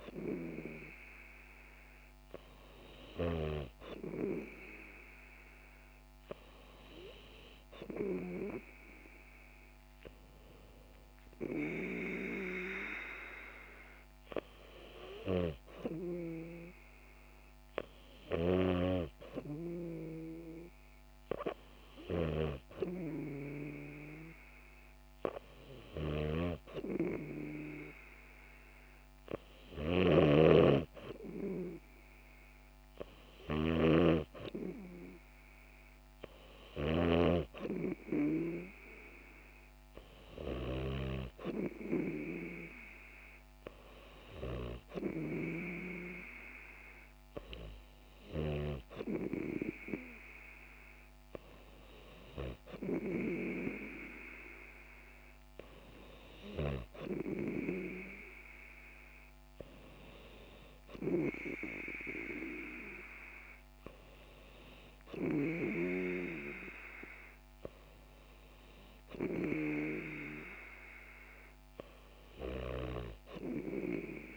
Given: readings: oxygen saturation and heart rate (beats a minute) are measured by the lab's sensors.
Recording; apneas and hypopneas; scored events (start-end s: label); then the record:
breathing in sleep by a microphone on the trachea; none
30.00-37.50 s: snoring (device-marked)
From the record:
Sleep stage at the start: N3 (deep sleep); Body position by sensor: on the back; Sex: female